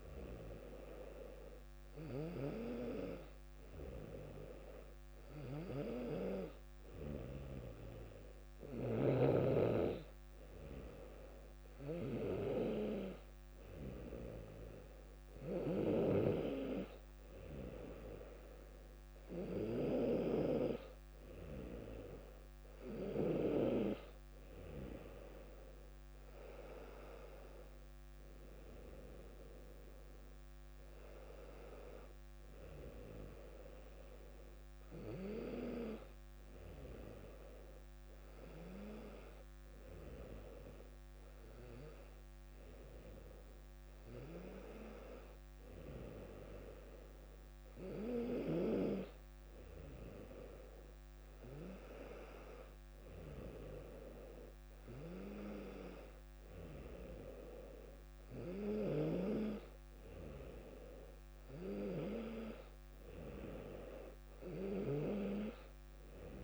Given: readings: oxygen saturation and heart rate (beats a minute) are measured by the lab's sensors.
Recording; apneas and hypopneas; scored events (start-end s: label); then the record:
breathing in sleep by a microphone on the trachea; none
none scored
From the record:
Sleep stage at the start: N2 (light sleep); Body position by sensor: on the back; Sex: female